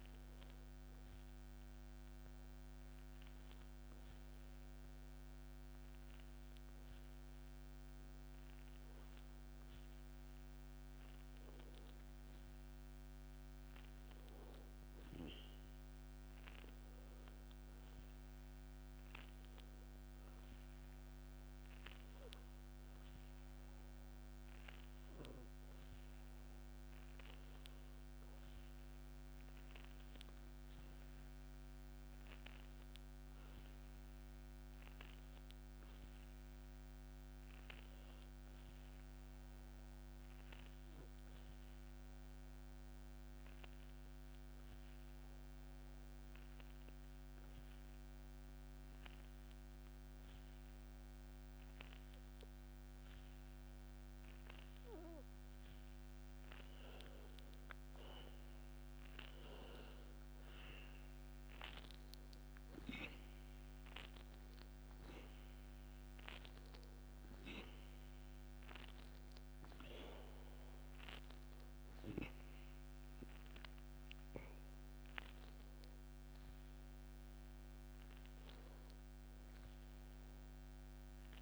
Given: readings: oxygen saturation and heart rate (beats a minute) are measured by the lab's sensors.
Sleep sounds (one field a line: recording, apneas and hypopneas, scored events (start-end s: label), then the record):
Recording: breathing in sleep by a microphone on the trachea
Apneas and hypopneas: 3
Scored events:
0.50-81.42 s: new sleep stage, N2 (light sleep)
1.50-11.50 s: obstructive apnea (oxygen 97% before, 93% lowest, heart rate 73 before, 62 extreme, up 5 after)
12.50-16.00 s: arousal
17.50-28.00 s: hypopnea (oxygen 97% before, 92% lowest, heart rate 65 before, 63 extreme, up 5 after)
30.50-34.50 s: arousal
39.00-56.00 s: obstructive apnea (oxygen 96% before, 92% lowest, heart rate 67 before, 63 extreme, up 4 after)
From the record:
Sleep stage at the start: N1 (lightest sleep)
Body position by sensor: on the back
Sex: male